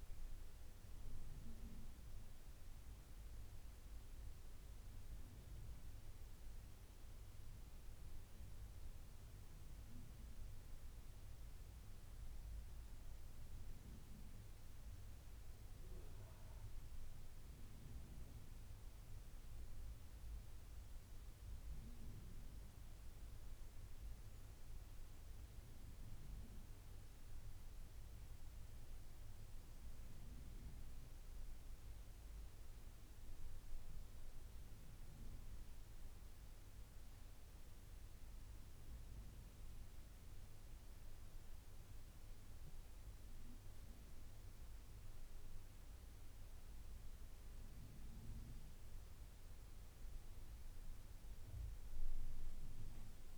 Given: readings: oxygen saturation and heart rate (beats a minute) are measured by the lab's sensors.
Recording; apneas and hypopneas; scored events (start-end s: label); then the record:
breathing in sleep, hard to hear, by a room microphone; 1
0.00-14.50 s: oxygen desaturation (device-marked, oxygen 94% lowest, heart rate 75 extreme)
34.50-46.00 s: obstructive apnea (oxygen 95% before, 91% lowest, heart rate 80 before, 76 extreme, up 1 after)
49.00-52.50 s: arousal
From the record:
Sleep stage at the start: N1 (lightest sleep); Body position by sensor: on the left side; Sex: male